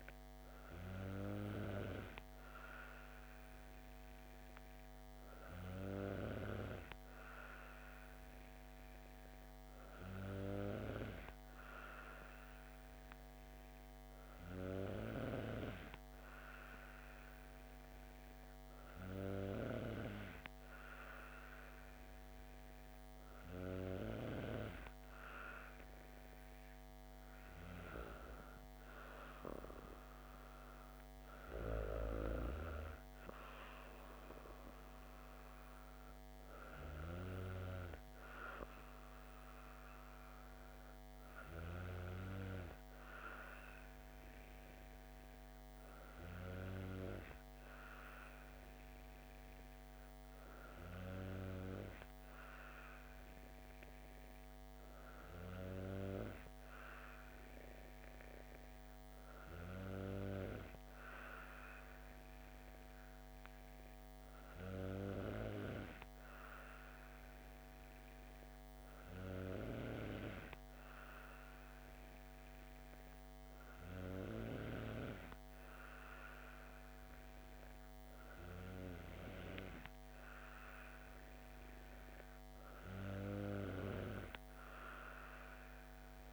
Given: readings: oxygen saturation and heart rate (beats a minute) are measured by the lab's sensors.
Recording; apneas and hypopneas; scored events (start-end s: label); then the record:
breathing in sleep by a microphone on the trachea; none
none scored
From the record:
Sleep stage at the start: N2 (light sleep); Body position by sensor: on the back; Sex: female